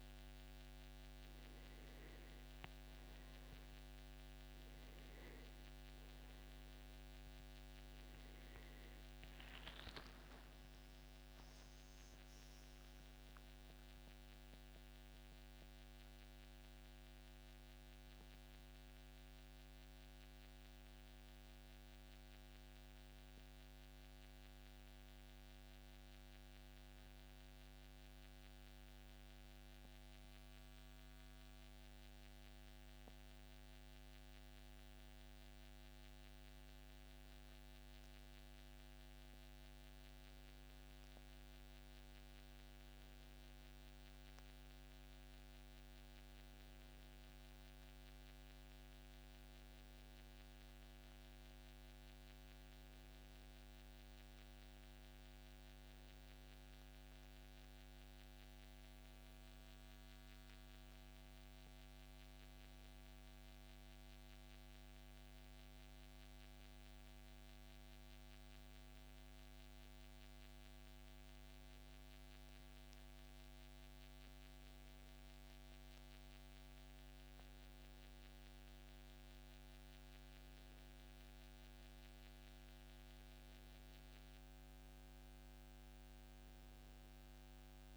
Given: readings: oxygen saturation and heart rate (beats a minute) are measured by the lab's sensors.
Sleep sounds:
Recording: breathing in sleep, hard to hear, by a microphone on the trachea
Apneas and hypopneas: none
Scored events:
10.00-13.50 s: arousal
From the record:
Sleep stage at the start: N1 (lightest sleep)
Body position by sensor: on the back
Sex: male

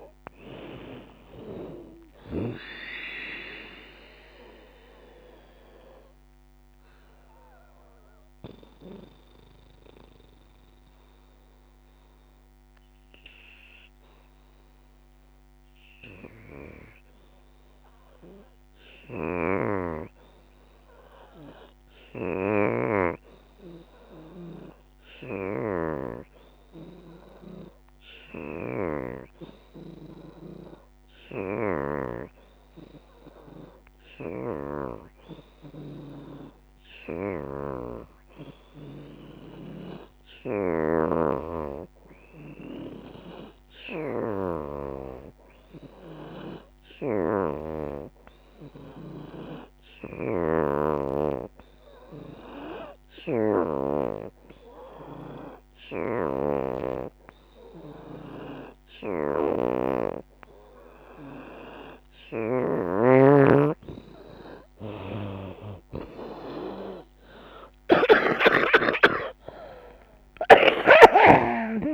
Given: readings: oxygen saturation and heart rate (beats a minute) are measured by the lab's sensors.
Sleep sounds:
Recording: breathing in sleep by a microphone on the trachea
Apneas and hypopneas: 1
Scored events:
0.00-12.00 s: drop in pulse transit time (device-marked, heart rate 75 extreme)
3.00-61.00 s: mixed apnea (oxygen 91% before, 78% lowest, heart rate 79 before, 66 extreme, up 13 after)
4.00-23.00 s: oxygen desaturation (device-marked, oxygen 91% before, 83% lowest, heart rate 80 before, 66 extreme)
45.00-61.00 s: oxygen desaturation (device-marked, oxygen 87% before, 82% lowest, heart rate 78 before, 75 extreme)
66.00-71.94 s: oxygen desaturation (device-marked, oxygen 84% before, 78% lowest, heart rate 78 before, 71 extreme)
67.50-71.94 s: arousal
68.00-71.94 s: drop in pulse transit time (device-marked, heart rate 79 before, 91 extreme)
From the record:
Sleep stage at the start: N2 (light sleep)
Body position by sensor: on the back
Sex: female

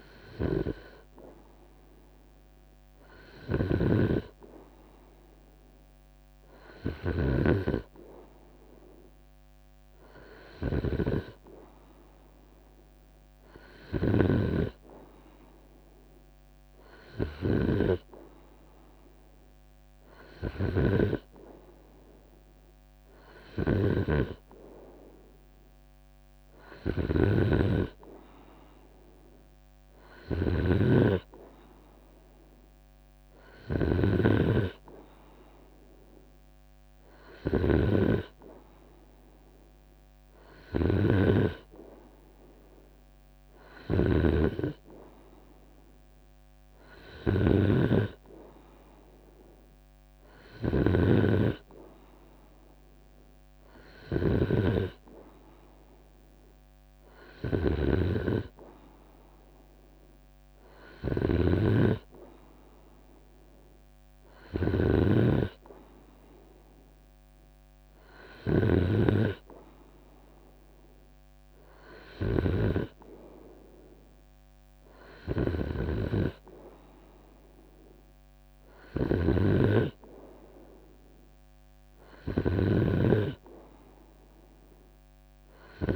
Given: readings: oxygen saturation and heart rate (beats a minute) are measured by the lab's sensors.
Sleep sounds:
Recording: breathing in sleep by a microphone on the trachea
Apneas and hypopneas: none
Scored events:
4.50-6.50 s: long interval between heartbeats (device-marked, heart rate 81 before, 85 extreme)
21.50-23.50 s: long interval between heartbeats (device-marked, heart rate 82 before, 80 extreme)
26.50-30.00 s: snoring (device-marked)
26.50-36.50 s: drop in pulse transit time (device-marked, heart rate 81 before, 80 extreme)
33.50-35.50 s: long interval between heartbeats (device-marked, heart rate 84 before, 86 extreme)
36.50-54.00 s: snoring (device-marked)
60.50-64.50 s: snoring (device-marked)
69.50-71.50 s: long interval between heartbeats (device-marked, heart rate 77 before, 83 extreme)
78.00-82.00 s: snoring (device-marked)
From the record:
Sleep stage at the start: N2 (light sleep)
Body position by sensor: on the right side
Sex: male

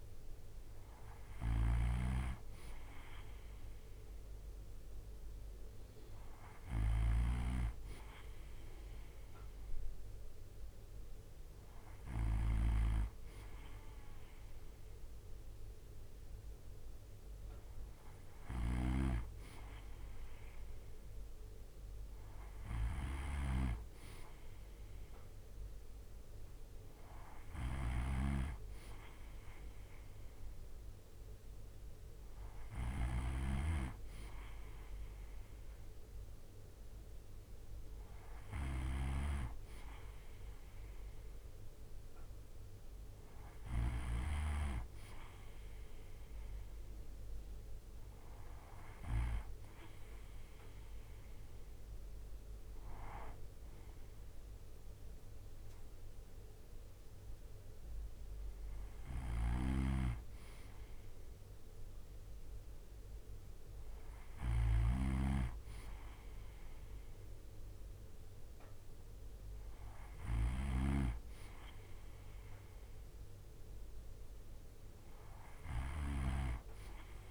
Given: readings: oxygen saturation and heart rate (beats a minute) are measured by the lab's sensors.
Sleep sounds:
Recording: breathing in sleep by a room microphone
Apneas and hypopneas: none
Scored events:
0.00-12.00 s: snoring (device-marked)
18.00-49.00 s: snoring (device-marked)
58.50-77.31 s: snoring (device-marked)
From the record:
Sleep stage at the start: N2 (light sleep)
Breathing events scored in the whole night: 77 in 4.9 hours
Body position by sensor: on the right side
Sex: male

